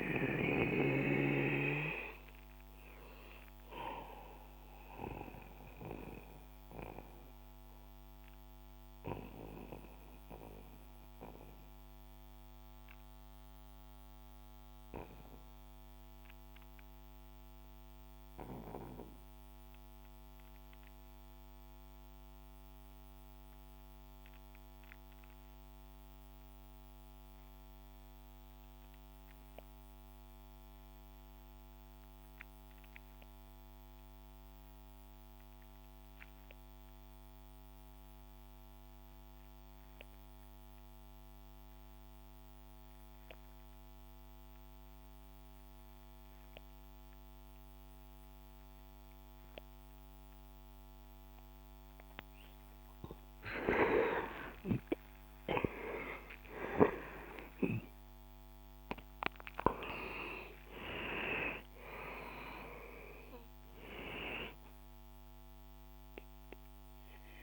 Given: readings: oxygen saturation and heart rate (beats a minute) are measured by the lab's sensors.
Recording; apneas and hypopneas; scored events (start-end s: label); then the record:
breathing in sleep by a microphone on the trachea; 1
0.00-20.50 s: oxygen desaturation (device-marked, oxygen 77% lowest, heart rate 55 extreme)
5.50-52.50 s: mixed apnea (oxygen 92% before, 77% lowest, heart rate 75 before, 61 extreme, up 42 after)
34.50-67.43 s: oxygen desaturation (device-marked, oxygen 98% before, 77% lowest, heart rate 68 before, 61 extreme)
54.00-58.50 s: arousal
From the record:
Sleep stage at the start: REM sleep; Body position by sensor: on the back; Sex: male